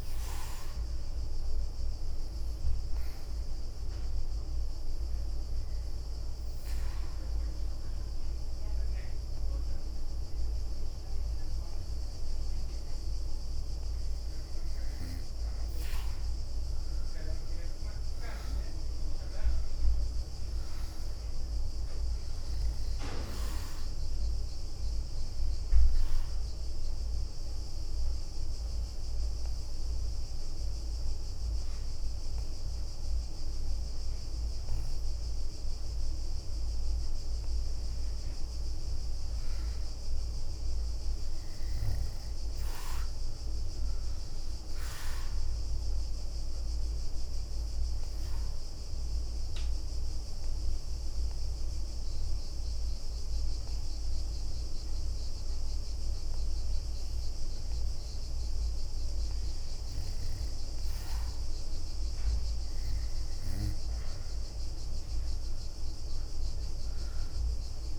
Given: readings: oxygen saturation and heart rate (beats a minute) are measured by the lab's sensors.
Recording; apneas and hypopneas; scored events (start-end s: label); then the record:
breathing in sleep, hard to hear, by a room microphone; 3
2.00-13.00 s: hypopnea (oxygen 96% before, 92% lowest, heart rate 67 before, 55 extreme, up 10 after)
15.50-19.50 s: arousal
23.00-36.00 s: oxygen desaturation (device-marked, oxygen 97% before, 92% lowest, heart rate 66 before, 55 extreme)
25.00-32.00 s: bradycardia (device-marked, heart rate 69 before, 55 extreme)
25.50-37.00 s: obstructive apnea (oxygen 97% before, 92% lowest, heart rate 66 before, 55 extreme, up 14 after)
39.50-42.50 s: arousal
47.00-53.00 s: bradycardia (device-marked, heart rate 69 before, 58 extreme)
47.00-60.00 s: oxygen desaturation (device-marked, oxygen 97% before, 93% lowest, heart rate 62 before, 57 extreme)
48.00-58.50 s: obstructive apnea (oxygen 97% before, 89% lowest, heart rate 62 before, 57 extreme, up 8 after)
64.50-67.99 s: arousal
From the record:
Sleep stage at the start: N2 (light sleep); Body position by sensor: on the back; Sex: female